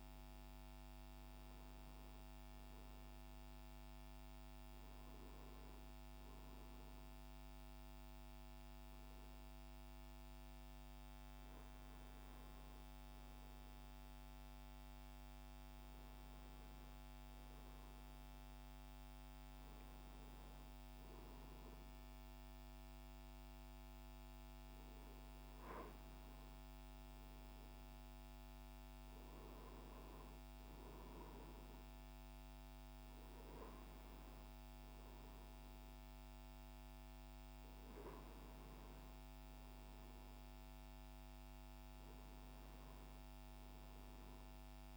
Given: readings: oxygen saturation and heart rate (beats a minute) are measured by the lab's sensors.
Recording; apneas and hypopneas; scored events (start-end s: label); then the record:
breathing in sleep, hard to hear, by a microphone on the trachea; none
none scored
From the record:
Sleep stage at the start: N2 (light sleep); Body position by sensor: on the right side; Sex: male